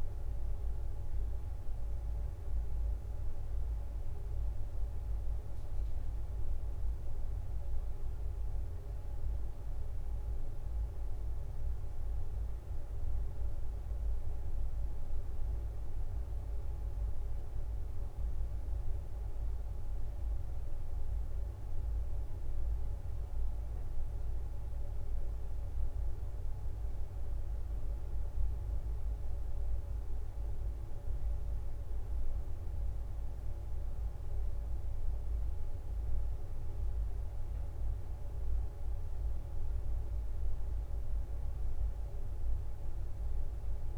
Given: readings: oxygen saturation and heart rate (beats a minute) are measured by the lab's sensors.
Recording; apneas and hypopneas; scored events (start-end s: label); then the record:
breathing in sleep, hard to hear, by a room microphone; none
18.50-22.00 s: arousal
32.50-33.50 s: leg movement (device-marked)
From the record:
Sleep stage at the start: N2 (light sleep); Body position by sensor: on the back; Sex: female